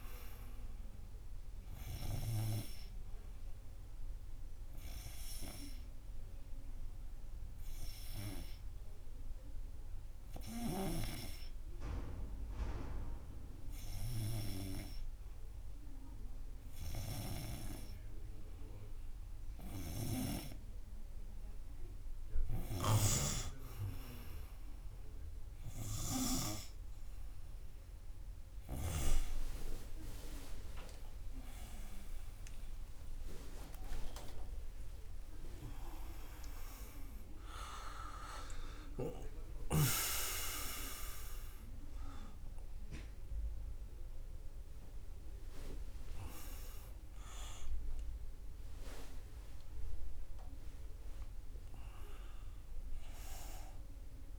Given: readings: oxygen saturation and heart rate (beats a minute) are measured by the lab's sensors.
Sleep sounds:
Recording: breathing in sleep by a room microphone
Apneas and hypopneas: 1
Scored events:
5.00-19.00 s: hypopnea (oxygen 99% before, 97% lowest, heart rate 98 before, 96 extreme, up 2 after)
23.00-29.50 s: snoring (device-marked)
32.00-38.50 s: arousal
From the record:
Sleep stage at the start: N2 (light sleep)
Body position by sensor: on the front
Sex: male

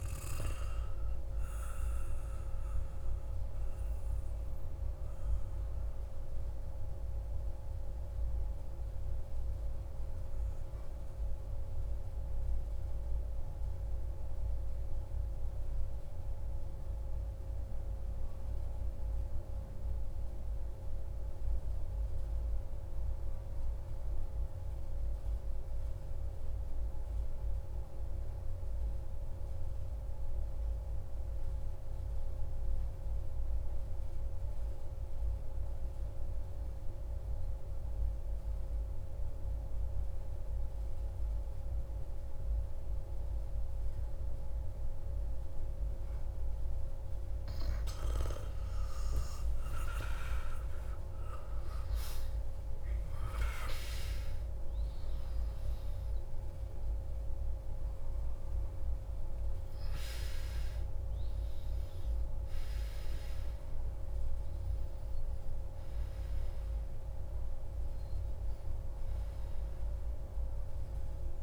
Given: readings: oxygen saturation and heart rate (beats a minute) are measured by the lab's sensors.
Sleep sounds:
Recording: breathing in sleep, hard to hear, by a room microphone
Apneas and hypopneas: 1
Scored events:
0.00-16.00 s: oxygen desaturation (device-marked, oxygen 93% lowest)
2.00-46.00 s: mixed apnea (oxygen 98% before, 89% lowest)
37.00-71.43 s: oxygen desaturation (device-marked, oxygen 97% before, 89% lowest)
47.00-51.50 s: arousal
From the record:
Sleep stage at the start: N2 (light sleep)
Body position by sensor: on the back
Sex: male

